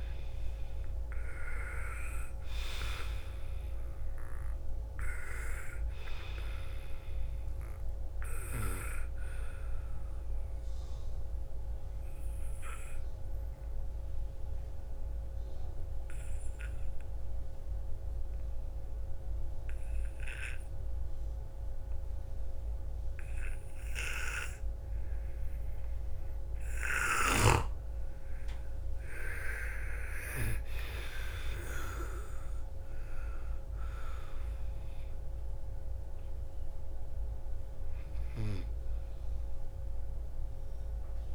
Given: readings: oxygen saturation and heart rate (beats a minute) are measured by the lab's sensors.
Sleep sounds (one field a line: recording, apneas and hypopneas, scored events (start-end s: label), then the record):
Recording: breathing in sleep by a room microphone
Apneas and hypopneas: 1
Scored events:
4.50-16.50 s: oxygen desaturation (device-marked, oxygen 98% before, 93% lowest, heart rate 46 before, 46 extreme)
11.00-26.00 s: obstructive apnea (oxygen 98% before, 85% lowest, heart rate 48 before, 46 extreme, up 13 after)
28.50-32.50 s: arousal
31.50-41.35 s: oxygen desaturation (device-marked, oxygen 98% before, 90% lowest, heart rate 57 before, 47 extreme)
From the record:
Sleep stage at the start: N2 (light sleep)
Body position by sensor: on the right side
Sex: female